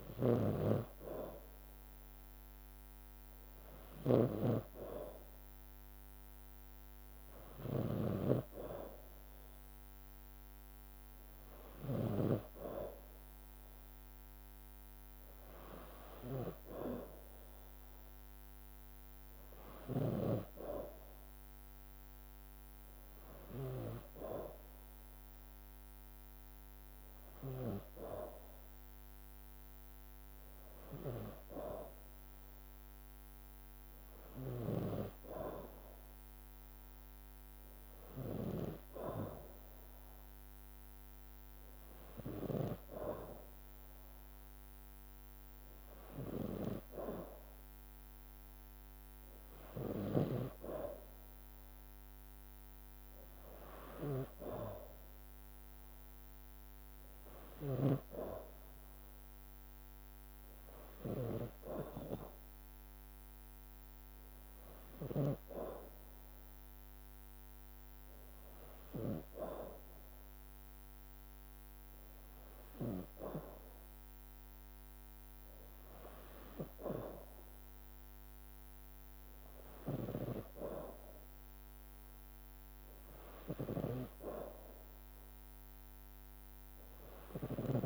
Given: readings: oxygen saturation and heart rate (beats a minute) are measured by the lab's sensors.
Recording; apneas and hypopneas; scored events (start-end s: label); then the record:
breathing in sleep by a microphone on the trachea; none
0.00-12.50 s: snoring (device-marked)
38.50-40.50 s: long interval between heartbeats (device-marked, heart rate 57 before, 66 extreme)
83.50-87.86 s: snoring (device-marked)
From the record:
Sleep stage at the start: N2 (light sleep); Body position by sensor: on the back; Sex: female